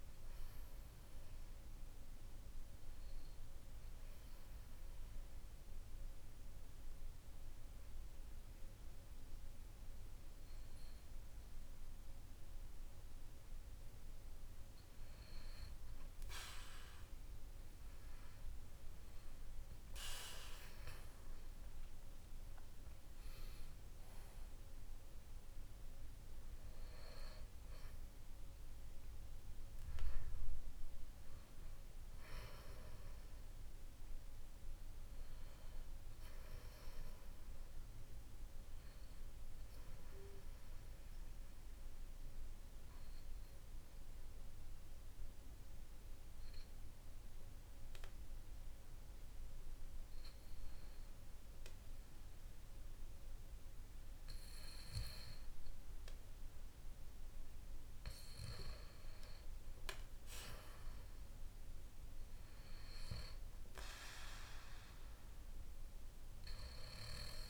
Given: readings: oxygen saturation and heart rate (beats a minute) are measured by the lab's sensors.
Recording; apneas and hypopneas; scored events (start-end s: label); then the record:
breathing in sleep by a room microphone; 2
3.00-14.50 s: hypopnea (oxygen 96% before, 92% lowest, heart rate 57 before, 53 extreme, up 8 after)
20.00-25.00 s: arousal
41.50-56.50 s: hypopnea (oxygen 96% before, 92% lowest, heart rate 59 before, 49 extreme, up 7 after)
58.00-61.50 s: arousal
62.00-67.50 s: oxygen desaturation (device-marked, oxygen 96% before, 92% lowest, heart rate 55 before, 48 extreme)
From the record:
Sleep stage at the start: N2 (light sleep); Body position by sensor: on the back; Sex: male